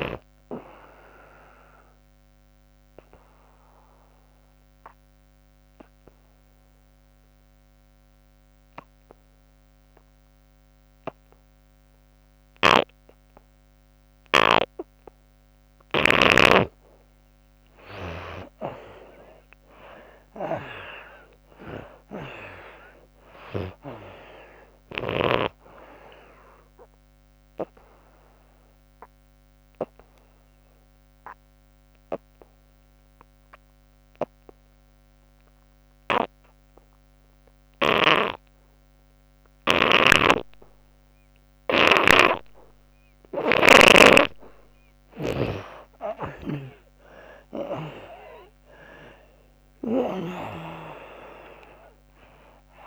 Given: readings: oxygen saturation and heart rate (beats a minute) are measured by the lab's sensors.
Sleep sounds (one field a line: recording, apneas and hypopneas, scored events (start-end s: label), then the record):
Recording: breathing in sleep by a microphone on the trachea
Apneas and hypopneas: 2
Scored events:
0.00-12.50 s: oxygen desaturation (device-marked, oxygen 79% lowest, heart rate 65 extreme)
2.00-15.50 s: obstructive apnea (oxygen 95% before, 77% lowest, heart rate 82 before, 65 extreme, up 14 after)
17.50-21.50 s: arousal
22.50-35.50 s: oxygen desaturation (device-marked, oxygen 97% before, 80% lowest, heart rate 70 before, 65 extreme)
26.50-43.00 s: obstructive apnea (oxygen 97% before, 73% lowest, heart rate 71 before, 65 extreme, up 34 after)
39.50-44.00 s: snoring (device-marked)
46.00-50.00 s: snoring (device-marked)
46.50-51.00 s: arousal
46.50-52.87 s: oxygen desaturation (device-marked, oxygen 96% before, 77% lowest, heart rate 74 before, 68 extreme)
From the record:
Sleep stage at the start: N2 (light sleep)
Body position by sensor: on the back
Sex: female